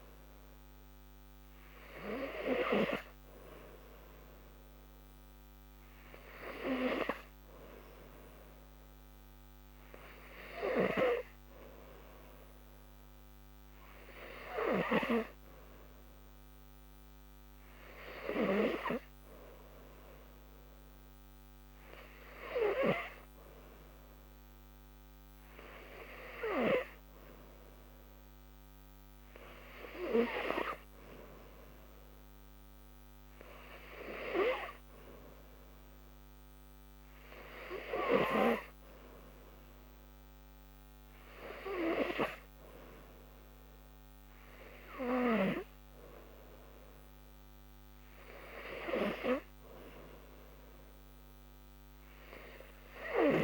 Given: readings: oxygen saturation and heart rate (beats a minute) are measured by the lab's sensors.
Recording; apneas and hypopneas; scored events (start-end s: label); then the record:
breathing in sleep by a microphone on the trachea; none
none scored
From the record:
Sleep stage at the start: N3 (deep sleep); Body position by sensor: on the back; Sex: female